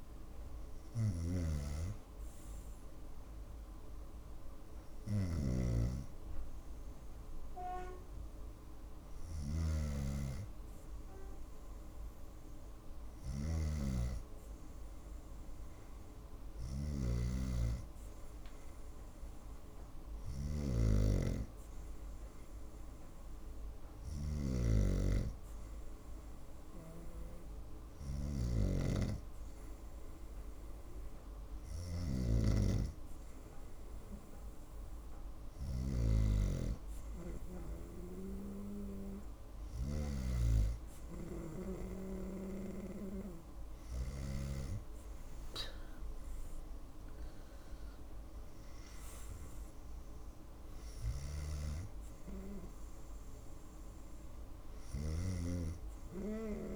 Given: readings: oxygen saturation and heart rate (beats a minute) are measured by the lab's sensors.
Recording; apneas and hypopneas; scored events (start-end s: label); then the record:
breathing in sleep by a room microphone; none
0.50-5.00 s: snoring (device-marked)
16.00-20.50 s: snoring (device-marked)
From the record:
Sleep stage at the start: N2 (light sleep); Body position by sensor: on the right side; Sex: female